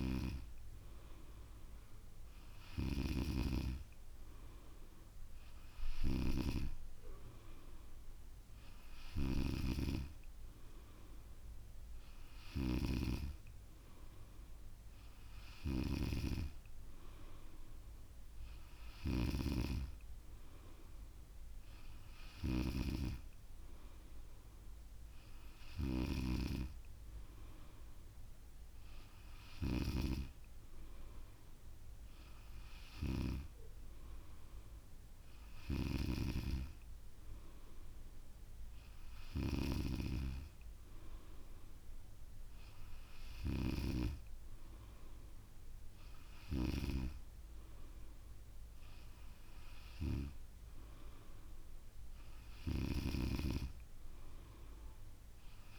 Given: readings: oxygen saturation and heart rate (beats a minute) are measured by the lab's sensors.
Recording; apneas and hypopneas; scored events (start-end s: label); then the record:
breathing in sleep by a room microphone; none
none scored
From the record:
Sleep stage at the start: N3 (deep sleep); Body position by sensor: on the back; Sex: female